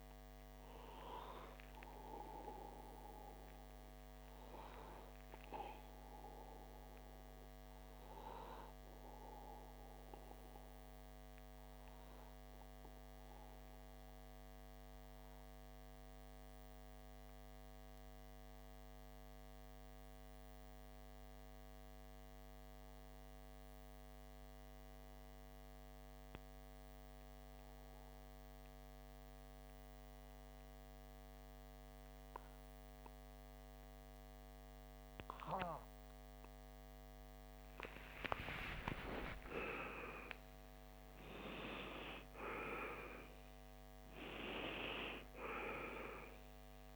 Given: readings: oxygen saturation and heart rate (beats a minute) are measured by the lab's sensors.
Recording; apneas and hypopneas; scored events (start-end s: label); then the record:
breathing in sleep by a microphone on the trachea; 1
14.00-36.50 s: obstructive apnea (oxygen 98% before, 94% lowest)
37.50-41.50 s: arousal
44.50-46.96 s: oxygen desaturation (device-marked, oxygen 98% before, 94% lowest)
From the record:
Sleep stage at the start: N2 (light sleep); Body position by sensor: on the back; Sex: male